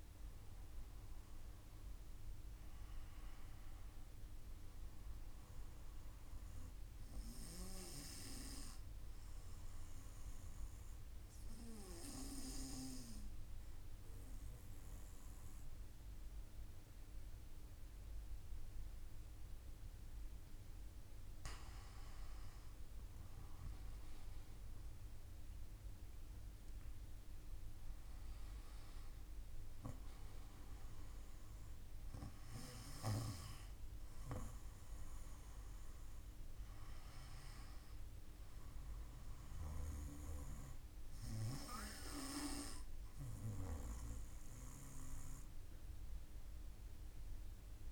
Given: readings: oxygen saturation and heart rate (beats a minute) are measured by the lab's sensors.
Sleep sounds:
breathing in sleep by a room microphone; 1
7.50-20.00 s: obstructive apnea (oxygen 97% before, 94% lowest, heart rate 54 before, 52 extreme, up 5 after)
22.50-25.50 s: arousal
From the record:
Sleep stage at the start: N2 (light sleep); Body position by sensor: on the back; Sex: male

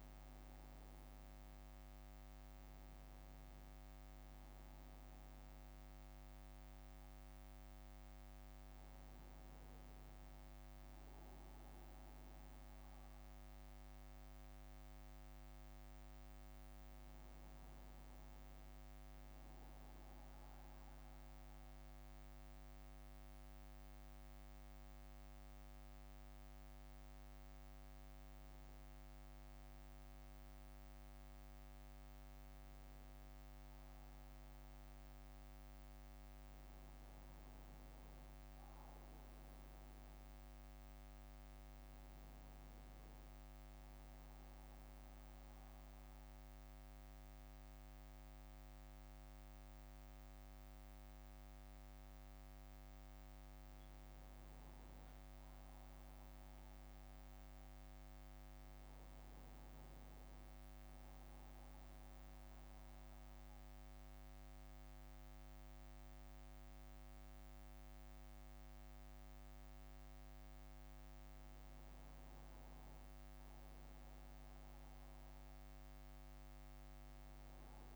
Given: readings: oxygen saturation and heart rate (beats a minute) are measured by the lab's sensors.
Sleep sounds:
breathing in sleep, hard to hear, by a microphone on the trachea; 2
0.00-2.00 s: arousal
17.00-20.00 s: arousal
22.50-36.50 s: obstructive apnea (oxygen 96% before, 94% lowest, heart rate 63 before, 61 extreme, up 3 after)
42.50-47.00 s: arousal
61.50-72.00 s: obstructive apnea (oxygen 96% before, 93% lowest, heart rate 63 before, 61 extreme, up 3 after)
74.50-77.96 s: arousal
From the record:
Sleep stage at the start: N2 (light sleep); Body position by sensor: on the back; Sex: male

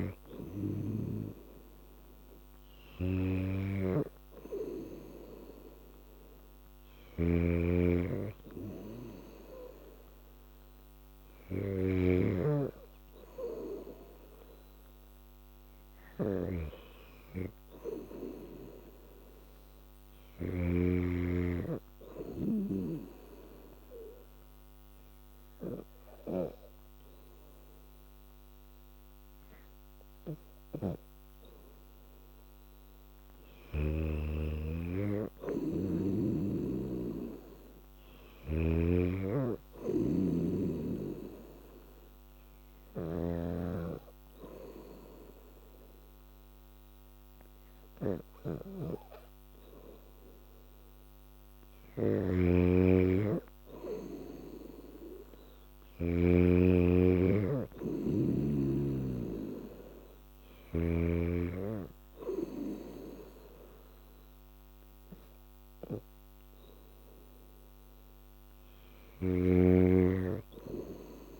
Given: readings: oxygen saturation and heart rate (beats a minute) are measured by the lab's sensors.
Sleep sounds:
breathing in sleep by a microphone on the trachea; 2
0.00-21.00 s: snoring (device-marked)
21.00-32.50 s: obstructive apnea (oxygen 97% before, 93% lowest, heart rate 87 before, 81 extreme, up 5 after)
34.50-37.50 s: arousal
37.50-49.50 s: oxygen desaturation (device-marked, oxygen 96% before, 93% lowest, heart rate 85 before, 82 extreme)
38.50-43.50 s: snoring (device-marked)
41.00-52.50 s: hypopnea (oxygen 97% before, 92% lowest, heart rate 85 before, 82 extreme, up 7 after)
52.00-56.50 s: snoring (device-marked)
54.00-57.00 s: arousal
69.00-71.40 s: snoring (device-marked)
From the record:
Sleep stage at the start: N2 (light sleep); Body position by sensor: on the back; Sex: female

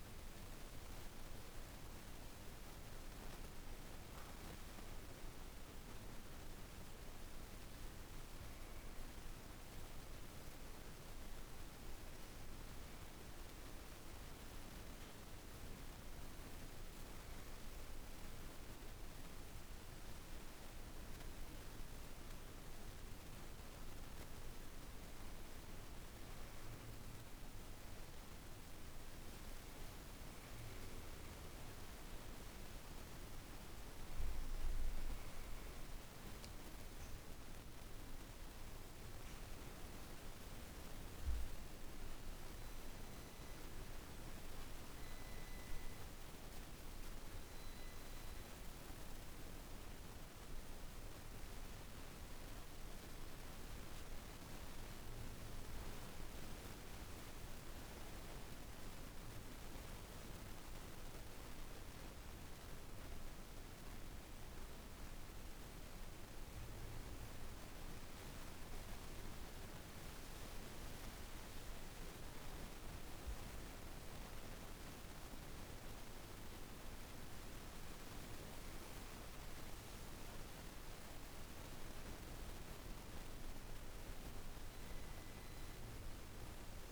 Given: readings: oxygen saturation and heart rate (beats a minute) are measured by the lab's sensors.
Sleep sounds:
breathing in sleep, hard to hear, by a room microphone; none
67.00-86.92 s: new sleep stage, N2 (light sleep)
From the record:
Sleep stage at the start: N1 (lightest sleep); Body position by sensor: on the back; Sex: female

